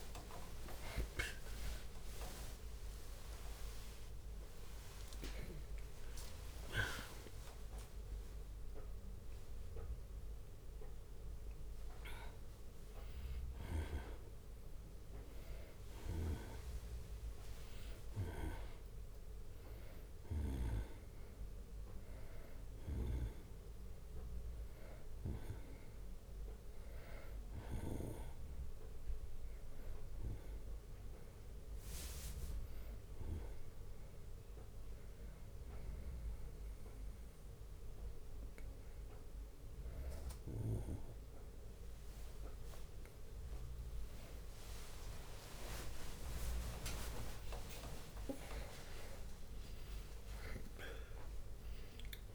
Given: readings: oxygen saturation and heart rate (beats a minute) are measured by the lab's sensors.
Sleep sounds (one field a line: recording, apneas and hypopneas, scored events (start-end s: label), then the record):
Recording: breathing in sleep by a room microphone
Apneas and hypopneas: 1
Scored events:
0.00-5.50 s: tachycardia (device-marked, heart rate 138 extreme)
0.00-13.50 s: drop in pulse transit time (device-marked, heart rate 67 extreme)
0.00-24.50 s: oxygen desaturation (device-marked, oxygen 91% lowest, heart rate 64 extreme)
0.50-2.50 s: long interval between heartbeats (device-marked, heart rate 66 before, 110 extreme)
2.50-52.35 s: new sleep stage, N1 (lightest sleep)
4.50-6.50 s: long interval between heartbeats (device-marked, heart rate 79 before, 119 extreme)
29.50-41.00 s: hypopnea (oxygen 98% before, 92% lowest, heart rate 69 before, 64 extreme)
42.50-50.50 s: tachycardia (device-marked, heart rate 67 before, 143 extreme)
45.00-47.00 s: long interval between heartbeats (device-marked, heart rate 65 before, 93 extreme)
45.00-51.00 s: arousal
46.50-52.35 s: drop in pulse transit time (device-marked, heart rate 69 before, 75 extreme)
50.00-52.00 s: long interval between heartbeats (device-marked, heart rate 78 before, 126 extreme)
From the record:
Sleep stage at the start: N2 (light sleep)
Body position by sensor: on the back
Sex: male